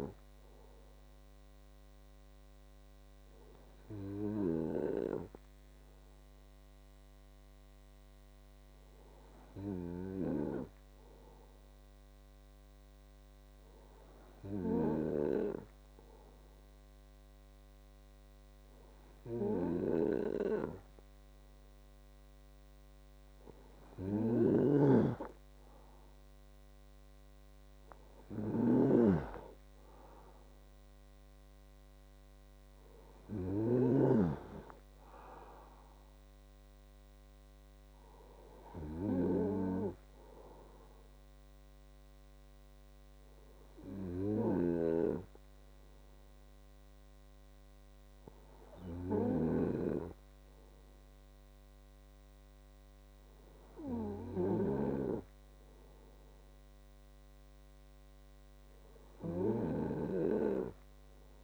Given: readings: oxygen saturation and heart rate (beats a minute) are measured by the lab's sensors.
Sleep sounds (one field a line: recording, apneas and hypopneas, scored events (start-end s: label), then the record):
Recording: breathing in sleep by a microphone on the trachea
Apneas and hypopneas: 1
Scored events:
3.50-21.50 s: hypopnea (oxygen 98% before, 96% lowest, heart rate 71 before, 71 extreme)
23.50-27.00 s: arousal
24.50-34.50 s: snoring (device-marked)
From the record:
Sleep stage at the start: N2 (light sleep)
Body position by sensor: on the right side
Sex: male